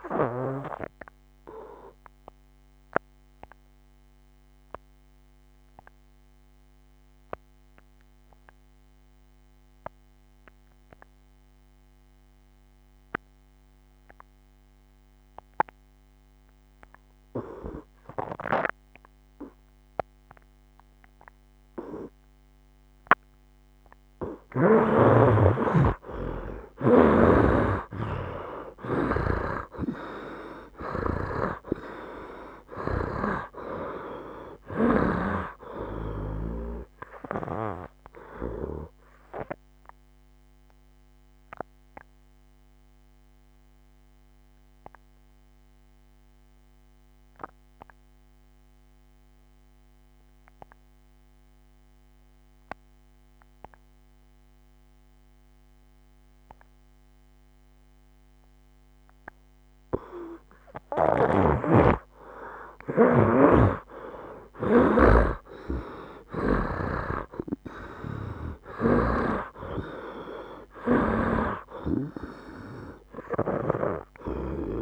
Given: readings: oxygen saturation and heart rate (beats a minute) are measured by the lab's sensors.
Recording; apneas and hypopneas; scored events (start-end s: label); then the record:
breathing in sleep by a microphone on the trachea; 2
0.00-14.50 s: oxygen desaturation (device-marked, oxygen 84% lowest, heart rate 63 extreme)
0.50-22.50 s: obstructive apnea (oxygen 98% before, 82% lowest, heart rate 71 before, 63 extreme, up 9 after)
25.50-29.50 s: arousal
27.50-57.50 s: oxygen desaturation (device-marked, oxygen 97% before, 82% lowest, heart rate 66 before, 63 extreme)
29.00-35.00 s: snoring (device-marked)
38.50-61.00 s: obstructive apnea (oxygen 97% before, 82% lowest, heart rate 72 before, 63 extreme, up 13 after)
61.00-69.00 s: snoring (device-marked)
62.00-65.00 s: arousal
65.50-74.82 s: oxygen desaturation (device-marked, oxygen 99% before, 86% lowest, heart rate 65 before, 63 extreme)
From the record:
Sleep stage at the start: N2 (light sleep); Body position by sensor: on the right side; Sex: male